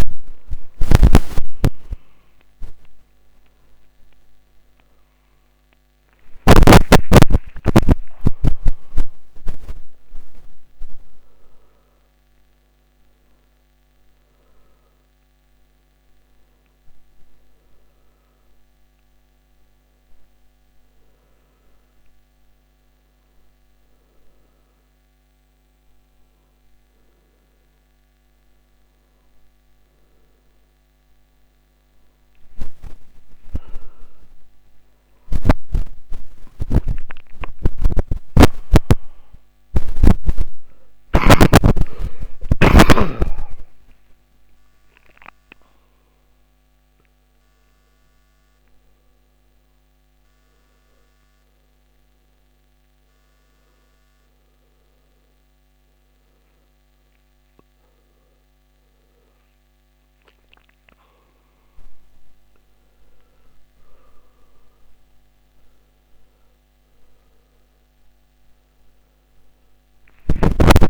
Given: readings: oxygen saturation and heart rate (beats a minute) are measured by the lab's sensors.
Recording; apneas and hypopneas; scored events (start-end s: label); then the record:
a person awake in a sleep study, by a microphone on the trachea; none
59.50-70.89 s: new sleep stage, N1 (lightest sleep)
From the record:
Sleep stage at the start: awake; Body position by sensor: on the back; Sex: male